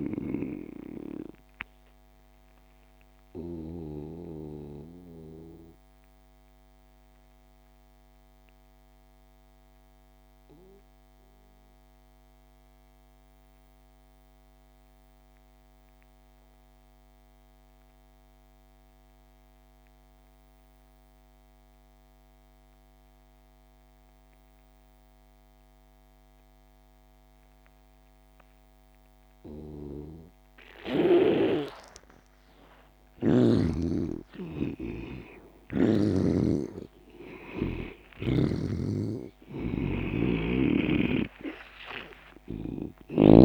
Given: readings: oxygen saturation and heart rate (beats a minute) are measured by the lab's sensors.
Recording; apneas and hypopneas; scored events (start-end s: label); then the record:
breathing in sleep by a microphone on the trachea; 1
0.00-4.00 s: snoring (device-marked)
0.00-10.50 s: oxygen desaturation (device-marked, oxygen 84% lowest)
2.50-31.50 s: obstructive apnea (oxygen 98% before, 80% lowest)
27.50-43.45 s: oxygen desaturation (device-marked, oxygen 98% before, 82% lowest)
32.00-36.50 s: arousal
38.50-43.00 s: snoring (device-marked)
From the record:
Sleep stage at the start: N2 (light sleep); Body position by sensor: on the back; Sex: male